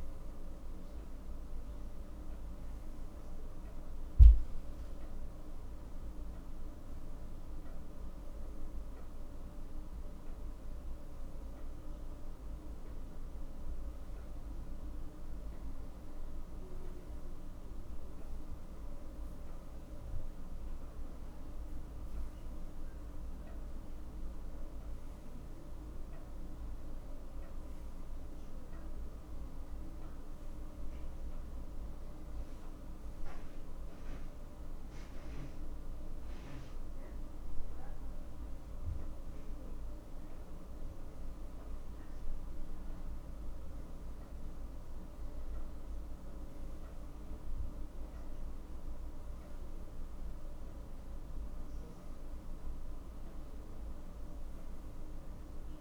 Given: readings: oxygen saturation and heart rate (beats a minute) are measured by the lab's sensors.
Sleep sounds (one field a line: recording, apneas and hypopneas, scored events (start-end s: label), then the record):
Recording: a person awake in a sleep study, hard to hear, by a room microphone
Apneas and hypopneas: none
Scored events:
none scored
From the record:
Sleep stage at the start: awake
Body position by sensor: on the right side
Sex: male